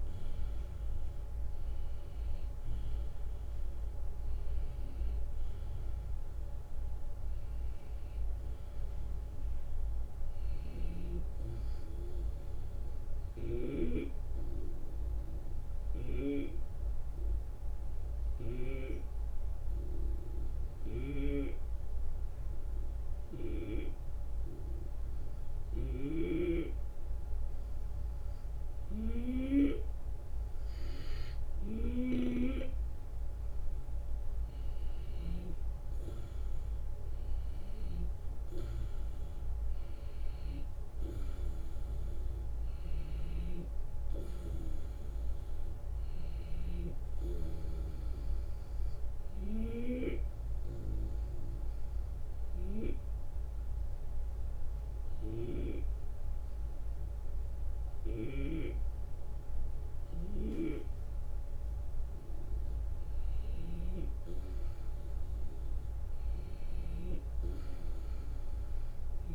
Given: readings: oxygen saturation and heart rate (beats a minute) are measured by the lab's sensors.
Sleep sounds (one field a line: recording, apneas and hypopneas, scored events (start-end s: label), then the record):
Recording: breathing in sleep by a room microphone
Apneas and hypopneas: 2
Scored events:
0.00-2.50 s: arousal
12.50-29.00 s: obstructive apnea (oxygen 93% before, 91% lowest, heart rate 78 before, 75 extreme, up 3 after)
20.50-26.00 s: snoring (device-marked)
34.00-39.00 s: arousal
50.00-62.00 s: obstructive apnea (oxygen 95% before, 91% lowest, heart rate 77 before, 73 extreme, up 5 after)
60.00-67.00 s: snoring (device-marked)
64.50-68.50 s: arousal
From the record:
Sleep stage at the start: N2 (light sleep)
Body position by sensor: on the back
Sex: male